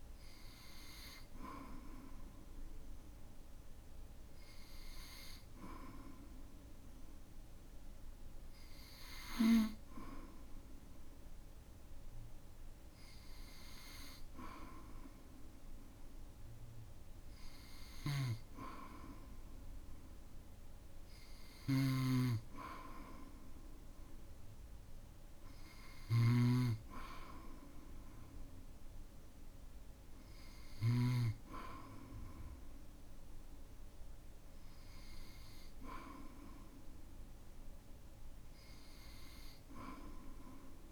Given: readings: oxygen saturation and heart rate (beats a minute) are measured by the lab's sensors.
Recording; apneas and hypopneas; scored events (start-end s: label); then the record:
breathing in sleep by a room microphone; none
18.00-31.00 s: snoring (device-marked)
From the record:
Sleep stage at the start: N2 (light sleep); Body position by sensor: on the back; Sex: male